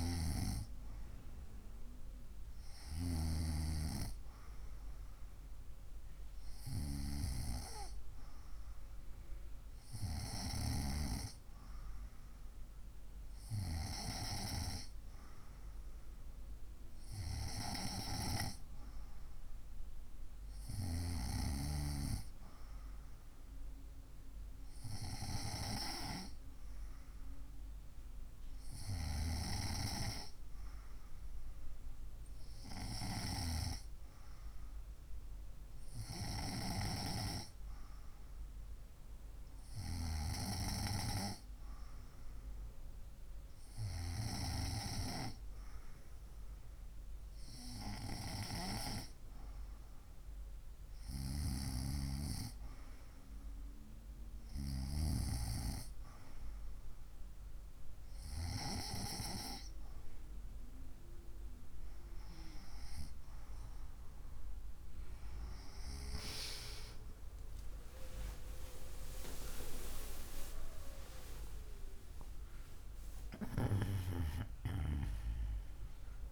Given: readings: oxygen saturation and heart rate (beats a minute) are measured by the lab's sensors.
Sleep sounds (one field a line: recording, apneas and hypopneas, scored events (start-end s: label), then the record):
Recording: breathing in sleep by a room microphone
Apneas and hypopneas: none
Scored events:
67.50-75.00 s: arousal
From the record:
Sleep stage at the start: N2 (light sleep)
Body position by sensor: on the right side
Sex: female